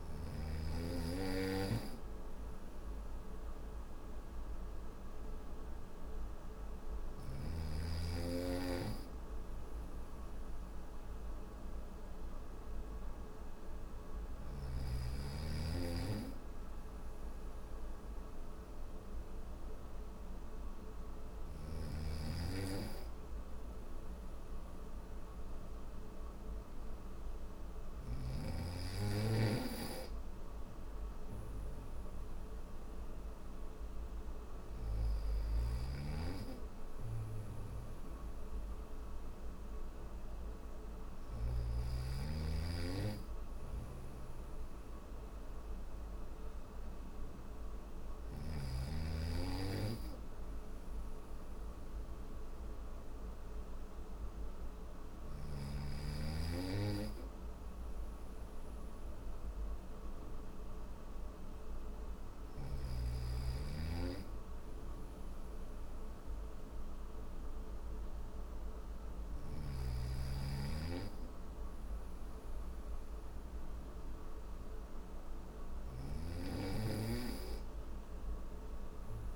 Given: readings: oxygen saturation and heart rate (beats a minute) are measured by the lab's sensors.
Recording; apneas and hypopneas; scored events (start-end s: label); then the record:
breathing in sleep by a room microphone; none
42.50-47.50 s: snoring (device-marked)
From the record:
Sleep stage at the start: N3 (deep sleep); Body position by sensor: on the back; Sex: male